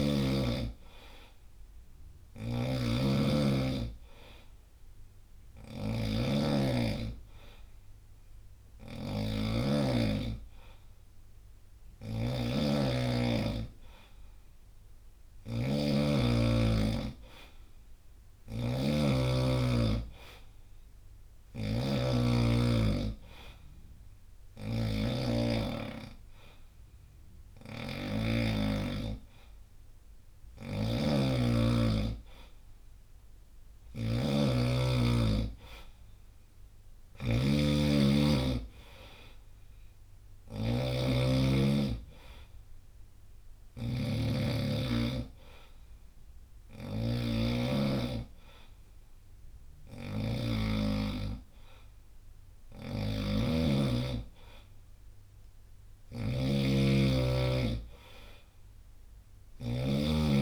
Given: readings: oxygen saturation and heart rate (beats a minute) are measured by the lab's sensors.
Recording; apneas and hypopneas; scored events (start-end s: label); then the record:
breathing in sleep by a room microphone; none
0.00-28.00 s: snoring (device-marked)
20.00-34.00 s: oxygen desaturation (device-marked, oxygen 93% before, 90% lowest, heart rate 71 before, 65 extreme)
30.00-60.42 s: snoring (device-marked)
From the record:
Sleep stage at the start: N2 (light sleep); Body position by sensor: on the right side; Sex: male